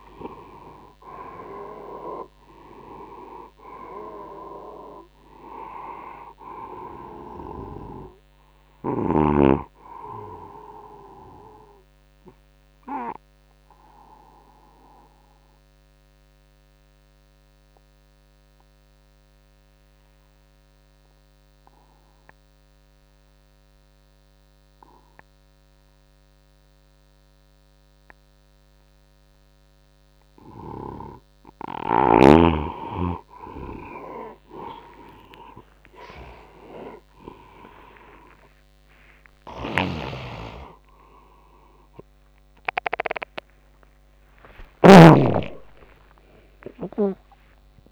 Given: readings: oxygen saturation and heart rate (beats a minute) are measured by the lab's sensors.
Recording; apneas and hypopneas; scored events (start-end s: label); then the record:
a person awake in a sleep study, by a microphone on the trachea; 1
0.00-1.00 s: arousal
0.00-21.00 s: oxygen desaturation (device-marked, oxygen 90% lowest, heart rate 71 extreme)
10.00-29.50 s: obstructive apnea (oxygen 96% before, 89% lowest, heart rate 78 before, 71 extreme, up 7 after)
20.00-47.92 s: new sleep stage, awake
30.00-47.92 s: oxygen desaturation (device-marked, oxygen 98% before, 89% lowest, heart rate 78 before, 74 extreme)
39.00-47.92 s: snoring (device-marked)
42.00-47.92 s: tachycardia (device-marked, heart rate 78 before, 185 extreme)
From the record:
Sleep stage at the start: N2 (light sleep); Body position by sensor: on the right side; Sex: male